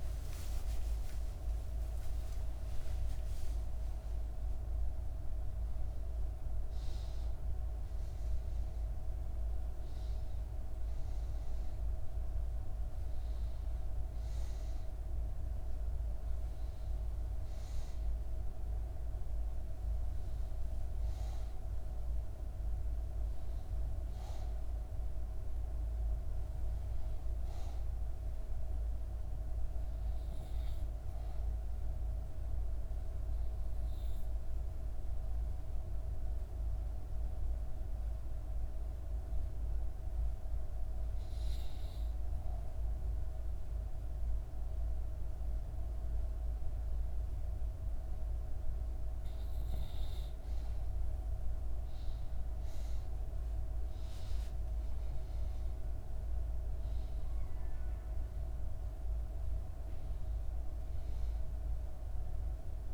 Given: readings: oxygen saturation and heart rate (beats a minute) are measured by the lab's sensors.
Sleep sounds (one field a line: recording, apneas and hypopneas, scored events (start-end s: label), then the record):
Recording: breathing in sleep, hard to hear, by a room microphone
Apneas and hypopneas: 1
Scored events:
0.00-1.50 s: arousal
24.50-28.50 s: arousal
32.00-47.50 s: obstructive apnea (oxygen 97% before, 94% lowest, heart rate 69 before, 62 extreme, up 4 after)
52.00-62.93 s: oxygen desaturation (device-marked, oxygen 97% before, 94% lowest, heart rate 63 before, 62 extreme)
52.50-57.50 s: arousal
From the record:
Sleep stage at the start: REM sleep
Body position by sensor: on the back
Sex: female